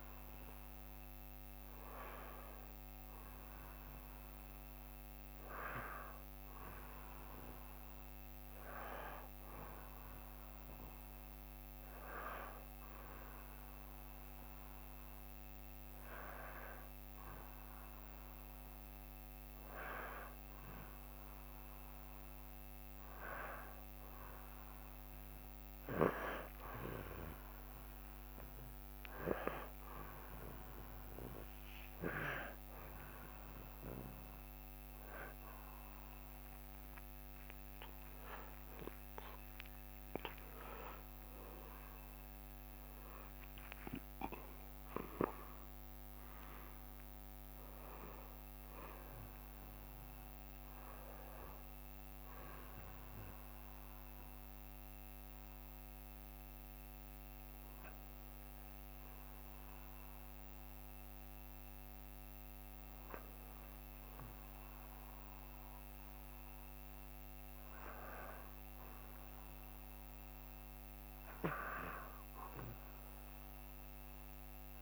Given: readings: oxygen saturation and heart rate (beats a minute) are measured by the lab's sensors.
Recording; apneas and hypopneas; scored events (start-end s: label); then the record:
breathing in sleep by a microphone on the trachea; 1
12.00-23.50 s: obstructive apnea (oxygen 91% before, 90% lowest, heart rate 68 before, 67 extreme, up 22 after)
26.00-30.50 s: arousal
26.50-28.50 s: long interval between heartbeats (device-marked, heart rate 68 before, 87 extreme)
From the record:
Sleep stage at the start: N1 (lightest sleep); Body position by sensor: on the back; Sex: male